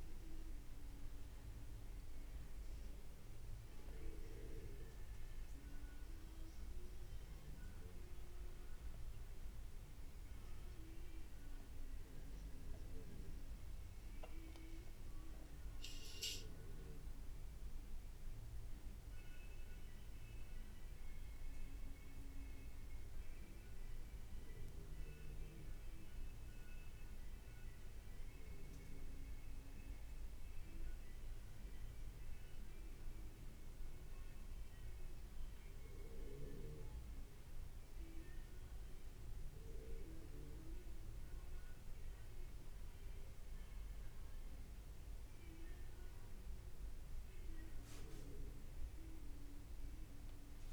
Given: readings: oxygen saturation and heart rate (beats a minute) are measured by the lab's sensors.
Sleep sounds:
a person awake in a sleep study, by a room microphone; none
none scored
From the record:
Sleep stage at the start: awake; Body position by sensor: on the right side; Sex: male

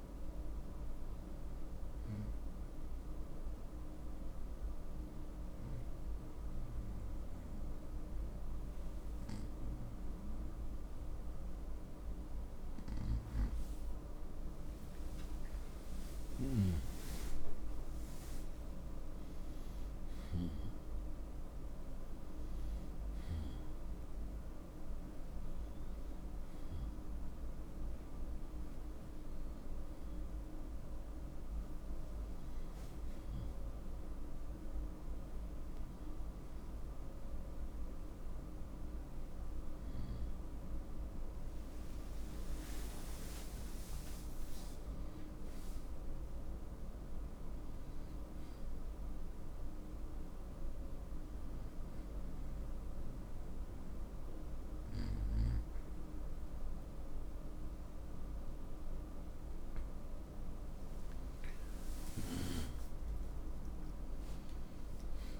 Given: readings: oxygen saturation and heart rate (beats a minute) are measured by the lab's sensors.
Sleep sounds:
breathing in sleep, hard to hear, by a room microphone; none
14.00-18.50 s: arousal
21.50-36.50 s: oxygen desaturation (device-marked, oxygen 97% before, 92% lowest, heart rate 76 before, 63 extreme)
41.00-46.00 s: arousal
60.50-64.00 s: arousal
From the record:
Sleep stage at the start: N2 (light sleep); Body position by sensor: on the right side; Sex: male

